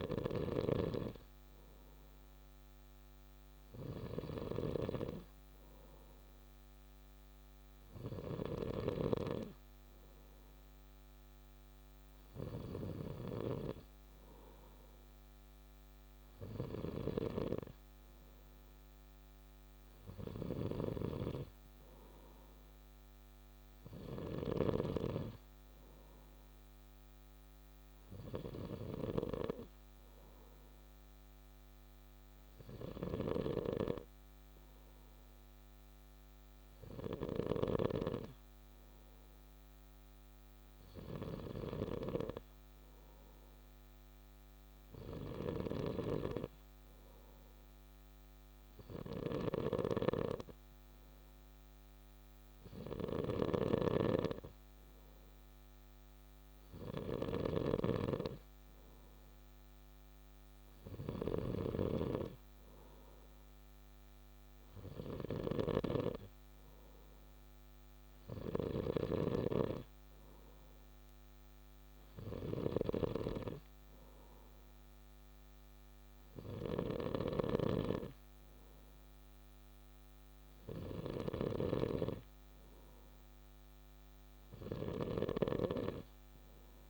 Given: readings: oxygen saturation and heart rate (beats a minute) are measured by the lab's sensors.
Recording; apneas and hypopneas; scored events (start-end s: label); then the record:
breathing in sleep by a microphone on the trachea; none
0.00-86.90 s: snoring (device-marked)
From the record:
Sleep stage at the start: N2 (light sleep); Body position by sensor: on the back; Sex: male